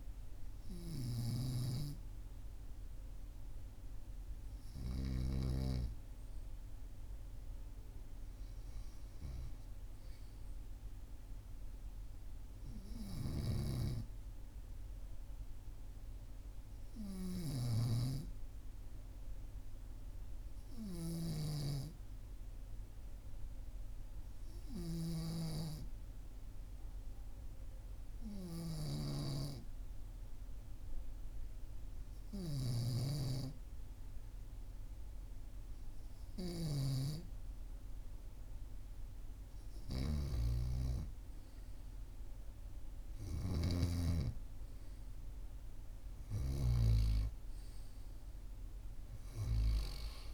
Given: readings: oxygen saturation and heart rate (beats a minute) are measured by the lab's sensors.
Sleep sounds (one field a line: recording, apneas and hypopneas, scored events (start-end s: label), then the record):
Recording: breathing in sleep by a room microphone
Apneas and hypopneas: 1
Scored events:
15.00-39.50 s: hypopnea (oxygen 98% before, 95% lowest, heart rate 46 before, 44 extreme, up 0 after)
40.50-45.00 s: arousal
43.50-47.00 s: snoring (device-marked)
From the record:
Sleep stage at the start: N2 (light sleep)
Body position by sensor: on the right side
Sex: male